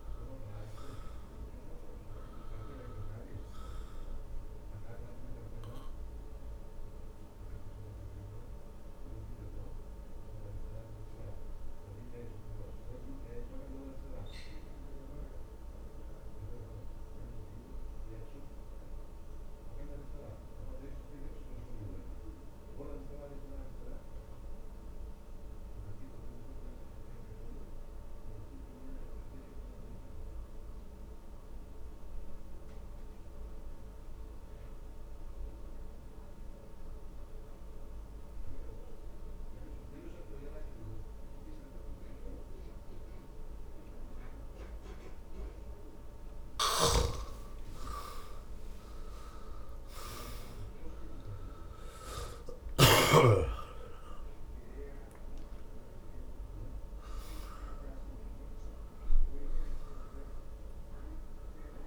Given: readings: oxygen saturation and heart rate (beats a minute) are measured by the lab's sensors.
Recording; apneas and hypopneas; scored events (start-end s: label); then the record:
breathing in sleep by a room microphone; 1
0.00-24.50 s: oxygen desaturation (device-marked, oxygen 85% lowest, heart rate 51 extreme)
5.50-46.50 s: obstructive apnea (oxygen 98% before, 79% lowest, heart rate 66 before, 52 extreme, up 11 after)
44.50-61.87 s: oxygen desaturation (device-marked, oxygen 96% before, 79% lowest, heart rate 59 before, 56 extreme)
47.00-53.00 s: snoring (device-marked)
51.00-55.00 s: arousal
From the record:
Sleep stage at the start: N2 (light sleep); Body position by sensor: on the back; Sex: male